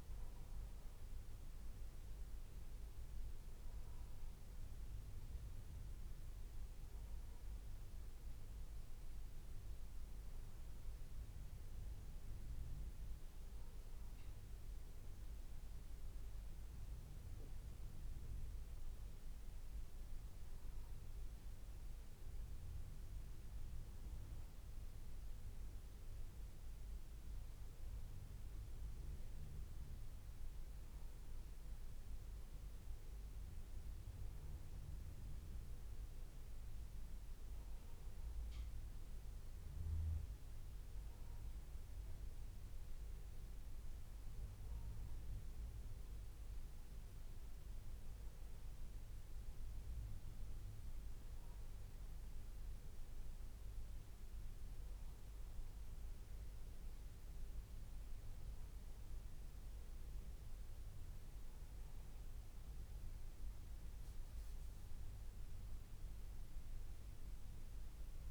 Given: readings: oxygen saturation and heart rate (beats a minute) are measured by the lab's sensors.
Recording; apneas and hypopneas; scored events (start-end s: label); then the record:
breathing in sleep, hard to hear, by a room microphone; none
none scored
From the record:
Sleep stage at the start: N2 (light sleep); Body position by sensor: on the back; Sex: male